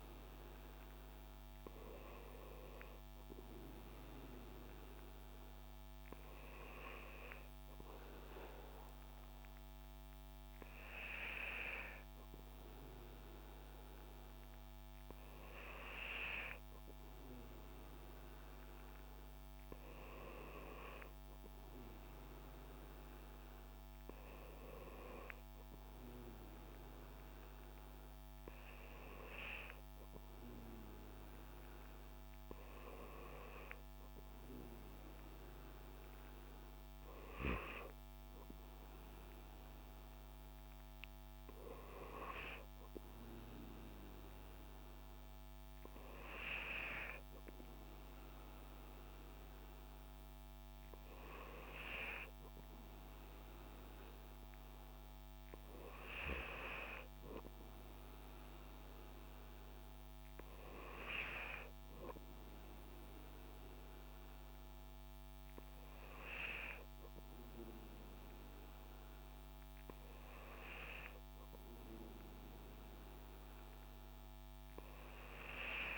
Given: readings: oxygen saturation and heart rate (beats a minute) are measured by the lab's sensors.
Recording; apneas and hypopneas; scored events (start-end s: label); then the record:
breathing in sleep by a microphone on the trachea; none
none scored
From the record:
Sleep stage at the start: N2 (light sleep); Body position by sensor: on the back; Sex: male